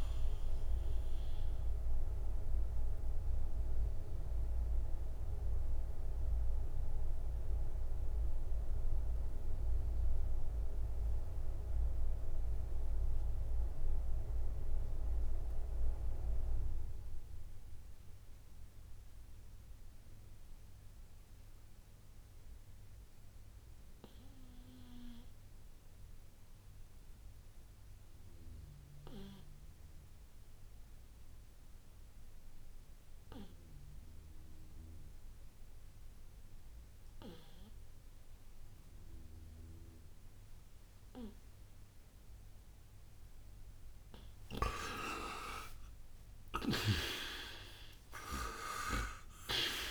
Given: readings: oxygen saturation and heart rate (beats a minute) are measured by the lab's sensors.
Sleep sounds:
breathing in sleep by a room microphone; 1
0.00-19.00 s: oxygen desaturation (device-marked, oxygen 82% lowest, heart rate 57 extreme)
0.50-42.50 s: obstructive apnea (oxygen 97% before, 81% lowest, heart rate 76 before, 57 extreme, up 30 after)
34.00-49.90 s: oxygen desaturation (device-marked, oxygen 98% before, 81% lowest, heart rate 59 before, 57 extreme)
44.00-49.00 s: arousal
46.50-49.90 s: snoring (device-marked)
From the record:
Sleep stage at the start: N2 (light sleep); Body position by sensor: on the right side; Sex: male

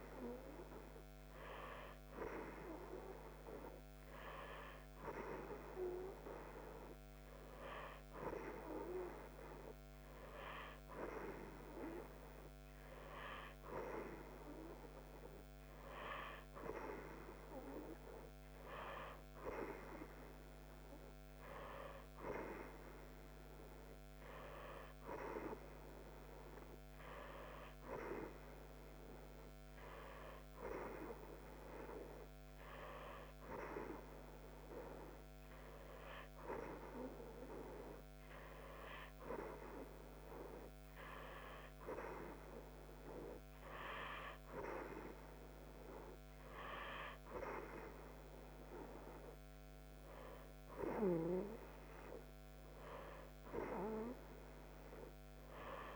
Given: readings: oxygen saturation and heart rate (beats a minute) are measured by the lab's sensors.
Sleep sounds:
breathing in sleep by a microphone on the trachea; none
none scored
From the record:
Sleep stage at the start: N2 (light sleep); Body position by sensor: on the right side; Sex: female

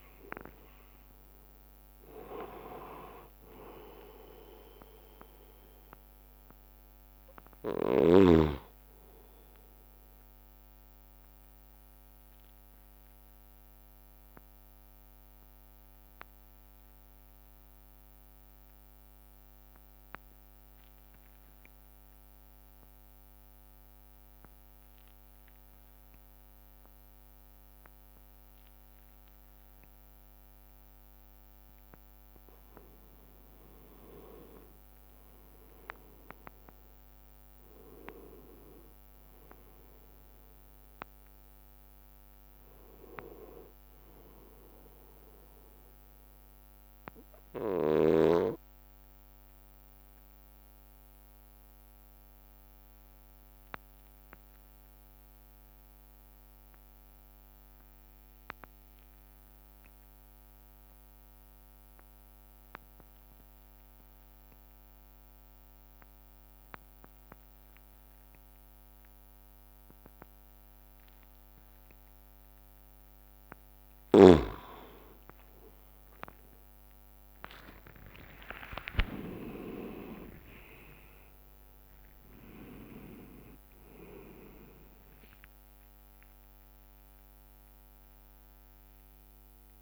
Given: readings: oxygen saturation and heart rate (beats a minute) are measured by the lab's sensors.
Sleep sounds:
breathing in sleep by a microphone on the trachea; 2
0.00-18.50 s: oxygen desaturation (device-marked, oxygen 92% lowest, heart rate 55 extreme)
4.50-23.50 s: bradycardia (device-marked, heart rate 62 before, 55 extreme)
12.00-31.50 s: obstructive apnea (oxygen 97% before, 92% lowest, heart rate 63 before, 54 extreme, up 2 after)
28.50-35.50 s: bradycardia (device-marked, heart rate 62 before, 58 extreme)
33.00-38.50 s: arousal
34.50-58.50 s: oxygen desaturation (device-marked, oxygen 98% before, 93% lowest, heart rate 58 before, 54 extreme)
35.50-47.50 s: drop in pulse transit time (device-marked, heart rate 58 before, 58 extreme)
37.50-39.50 s: bradycardia (device-marked, heart rate 62 before, 59 extreme)
45.50-65.50 s: bradycardia (device-marked, heart rate 61 before, 54 extreme)
49.00-70.50 s: obstructive apnea (oxygen 98% before, 92% lowest, heart rate 59 before, 55 extreme, up 5 after)
66.50-68.50 s: bradycardia (device-marked, heart rate 61 before, 58 extreme)
74.50-89.82 s: oxygen desaturation (device-marked, oxygen 98% before, 92% lowest, heart rate 58 before, 56 extreme)
77.50-89.82 s: drop in pulse transit time (device-marked, heart rate 59 before, 62 extreme)
77.50-89.82 s: new sleep stage, N1 (lightest sleep)
78.00-84.00 s: arousal
78.50-80.50 s: long interval between heartbeats (device-marked, heart rate 59 before, 69 extreme)
From the record:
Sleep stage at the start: N2 (light sleep); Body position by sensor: on the left side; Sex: male

